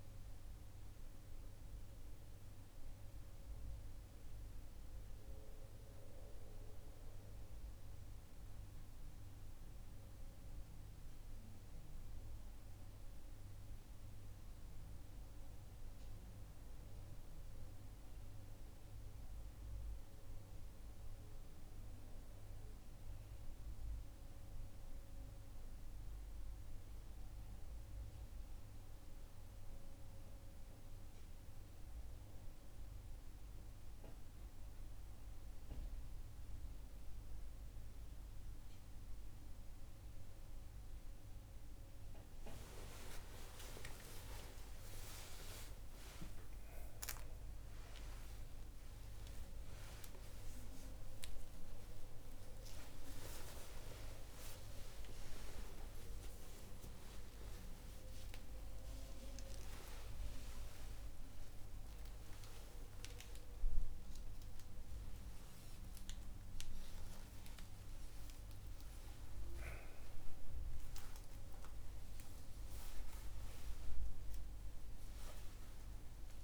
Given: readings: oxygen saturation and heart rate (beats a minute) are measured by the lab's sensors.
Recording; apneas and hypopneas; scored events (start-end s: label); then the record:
a person partly awake in a sleep study, by a room microphone; none
42.50-76.44 s: new sleep stage, awake
From the record:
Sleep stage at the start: N1 (lightest sleep); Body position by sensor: on the back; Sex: male